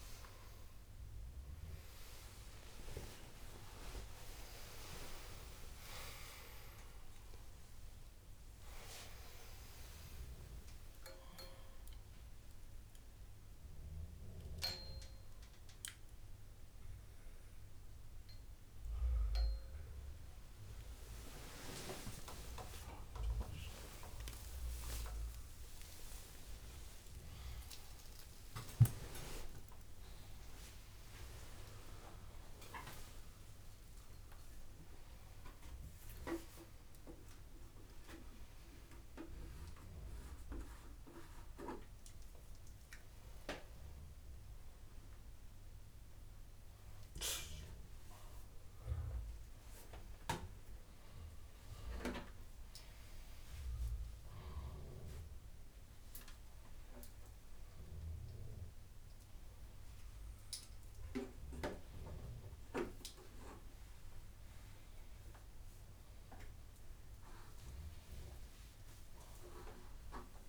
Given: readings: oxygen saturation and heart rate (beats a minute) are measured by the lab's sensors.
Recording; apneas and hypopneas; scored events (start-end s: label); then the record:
a person awake in a sleep study, by a room microphone; none
0.00-16.00 s: oxygen desaturation (device-marked, oxygen 90% lowest, heart rate 77 extreme)
59.00-70.49 s: oxygen desaturation (device-marked, oxygen 99% before, 91% lowest, heart rate 116 before, 93 extreme)
From the record:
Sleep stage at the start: awake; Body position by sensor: upright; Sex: male